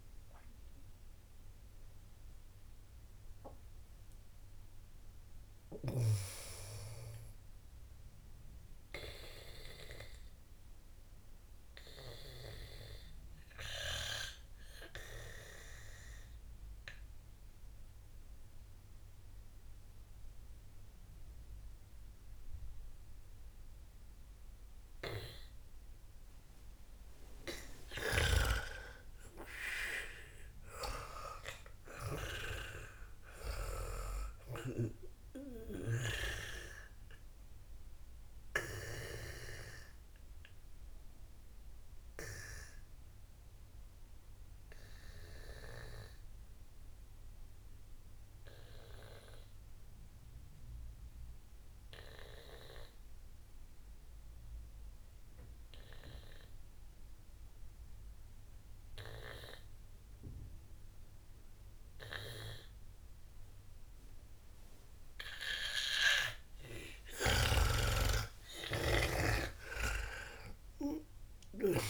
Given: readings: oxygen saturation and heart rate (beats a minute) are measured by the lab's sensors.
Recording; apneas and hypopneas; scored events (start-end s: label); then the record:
breathing in sleep by a room microphone; 2
0.00-20.00 s: oxygen desaturation (device-marked, oxygen 91% lowest, heart rate 62 extreme)
9.00-27.00 s: obstructive apnea (oxygen 98% before, 91% lowest, heart rate 81 before, 57 extreme, up 38 after)
25.50-33.00 s: snoring (device-marked)
29.50-33.00 s: arousal
35.00-39.50 s: snoring (device-marked)
35.00-51.00 s: oxygen desaturation (device-marked, oxygen 98% before, 94% lowest, heart rate 74 before, 57 extreme)
37.00-66.00 s: obstructive apnea (oxygen 99% before, 89% lowest, heart rate 75 before, 57 extreme)
67.50-71.90 s: snoring (device-marked)
68.00-71.50 s: arousal
From the record:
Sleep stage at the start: N2 (light sleep); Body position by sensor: on the back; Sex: female